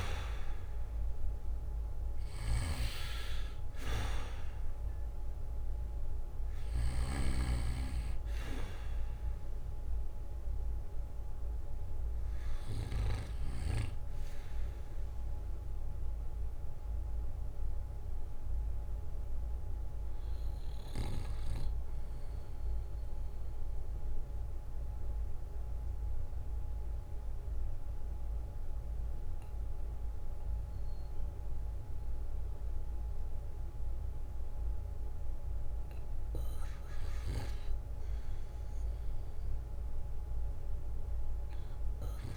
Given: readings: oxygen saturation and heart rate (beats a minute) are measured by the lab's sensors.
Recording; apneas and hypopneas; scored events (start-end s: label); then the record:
breathing in sleep by a room microphone; 1
2.00-13.00 s: oxygen desaturation (device-marked, oxygen 95% before, 92% lowest, heart rate 60 before, 62 extreme)
14.00-36.50 s: obstructive apnea (oxygen 96% before, 89% lowest, heart rate 68 before, 59 extreme, up 5 after)
19.00-37.00 s: oxygen desaturation (device-marked, oxygen 93% before, 89% lowest, heart rate 69 before, 59 extreme)
38.50-42.37 s: arousal
From the record:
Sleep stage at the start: REM sleep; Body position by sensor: on the back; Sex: male